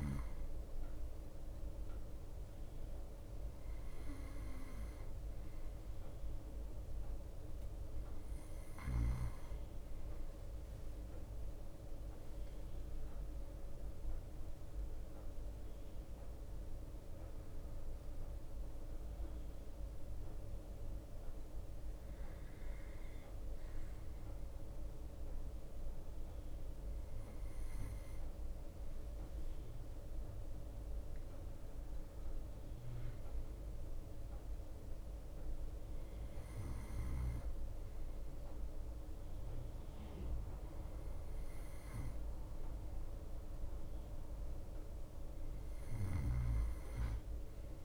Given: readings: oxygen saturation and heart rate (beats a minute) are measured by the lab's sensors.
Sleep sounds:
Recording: breathing in sleep, hard to hear, by a room microphone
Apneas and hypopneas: none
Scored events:
3.00-11.00 s: bradycardia (device-marked, heart rate 38 before, 58 extreme)
23.00-25.00 s: bradycardia (device-marked, heart rate 39 before, 60 extreme)
44.00-47.84 s: bradycardia (device-marked, heart rate 41 before, 58 extreme)
46.50-47.84 s: snoring (device-marked)
From the record:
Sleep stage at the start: N2 (light sleep)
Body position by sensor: on the right side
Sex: male

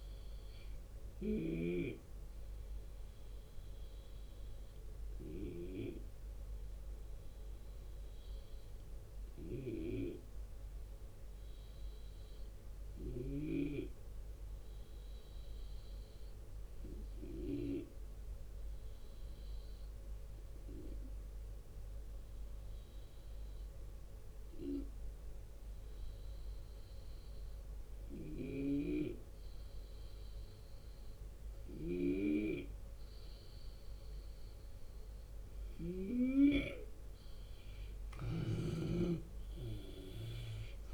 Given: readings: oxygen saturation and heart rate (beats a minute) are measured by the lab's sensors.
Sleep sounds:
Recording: breathing in sleep by a room microphone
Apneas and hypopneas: 1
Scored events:
0.00-1.00 s: snoring (device-marked)
0.00-3.50 s: drop in pulse transit time (device-marked, heart rate 74 extreme)
0.00-19.50 s: oxygen desaturation (device-marked, oxygen 86% lowest, heart rate 72 extreme)
2.50-31.50 s: obstructive apnea (oxygen 93% before, 85% lowest, heart rate 79 before, 72 extreme, up 3 after)
27.50-35.50 s: snoring (device-marked)
27.50-40.94 s: oxygen desaturation (device-marked, oxygen 96% before, 85% lowest, heart rate 74 before, 72 extreme)
37.00-40.94 s: arousal
37.50-40.94 s: drop in pulse transit time (device-marked, heart rate 74 before, 74 extreme)
37.50-40.94 s: snoring (device-marked)
From the record:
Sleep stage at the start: REM sleep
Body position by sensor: on the left side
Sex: male

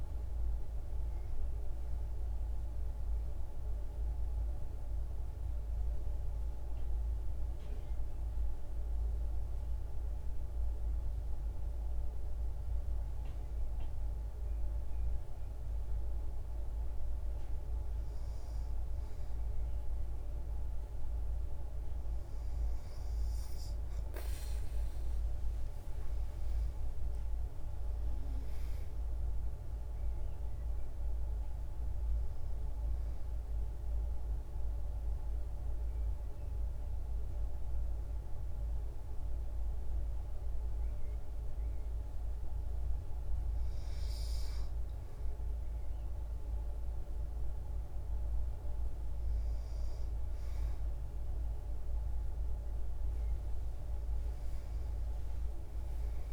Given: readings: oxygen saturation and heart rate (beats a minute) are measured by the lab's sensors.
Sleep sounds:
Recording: breathing in sleep, hard to hear, by a room microphone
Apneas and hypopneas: 2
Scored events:
0.00-1.50 s: oxygen desaturation (device-marked, oxygen 92% lowest, heart rate 53 extreme)
2.50-17.50 s: obstructive apnea (oxygen 97% before, 92% lowest, heart rate 57 before, 51 extreme, up 4 after)
19.50-22.50 s: arousal
22.50-39.50 s: oxygen desaturation (device-marked, oxygen 96% before, 92% lowest, heart rate 55 before, 51 extreme)
33.00-44.50 s: obstructive apnea (oxygen 96% before, 92% lowest, heart rate 57 before, 51 extreme, up 6 after)
47.00-50.00 s: arousal
From the record:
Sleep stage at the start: N2 (light sleep)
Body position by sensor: on the back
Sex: female

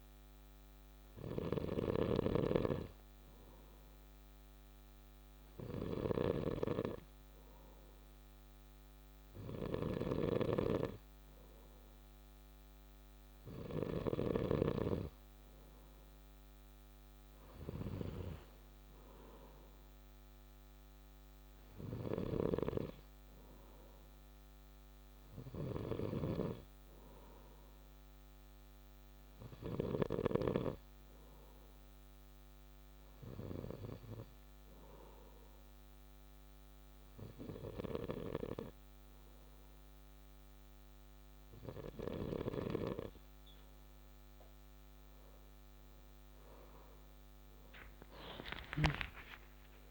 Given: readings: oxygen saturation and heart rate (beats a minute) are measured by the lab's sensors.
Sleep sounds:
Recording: breathing in sleep by a microphone on the trachea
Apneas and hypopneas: none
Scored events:
0.00-13.50 s: snoring (device-marked)
21.50-29.50 s: snoring (device-marked)
42.00-49.90 s: new sleep stage, awake
From the record:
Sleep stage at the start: N2 (light sleep)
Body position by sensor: on the back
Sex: male

